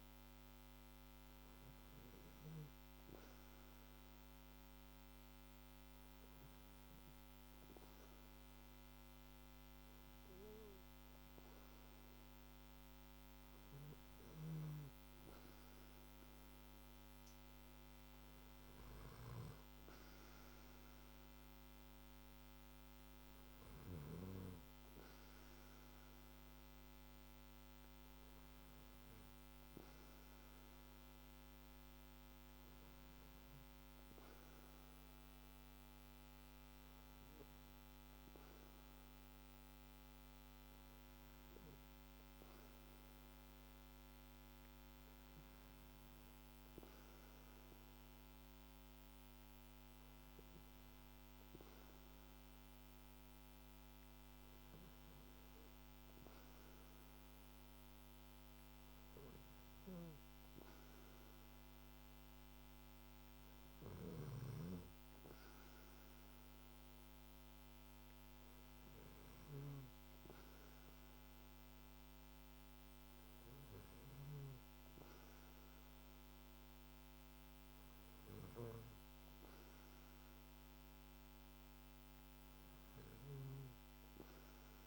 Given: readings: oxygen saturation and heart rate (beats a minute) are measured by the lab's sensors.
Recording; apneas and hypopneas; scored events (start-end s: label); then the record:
breathing in sleep, hard to hear, by a microphone on the trachea; none
none scored
From the record:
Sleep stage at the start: N2 (light sleep); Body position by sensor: on the back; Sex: male